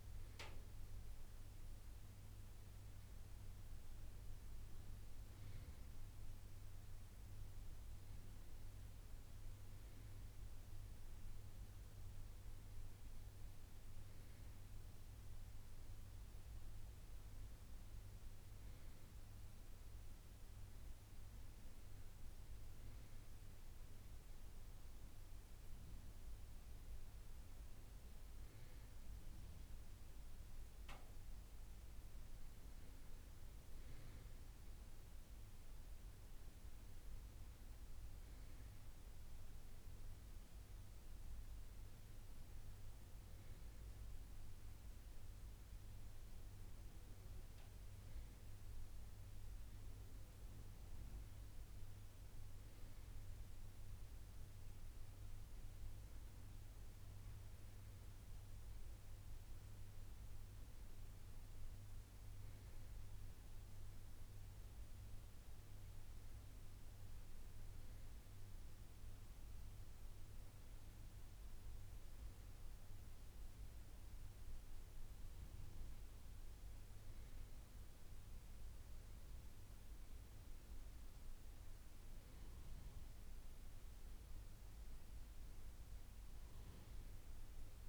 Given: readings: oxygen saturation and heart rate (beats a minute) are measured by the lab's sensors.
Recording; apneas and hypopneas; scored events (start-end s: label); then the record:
a person partly awake in a sleep study, hard to hear, by a room microphone; none
60.50-87.89 s: new sleep stage, awake
From the record:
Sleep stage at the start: N2 (light sleep); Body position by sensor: on the right side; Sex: male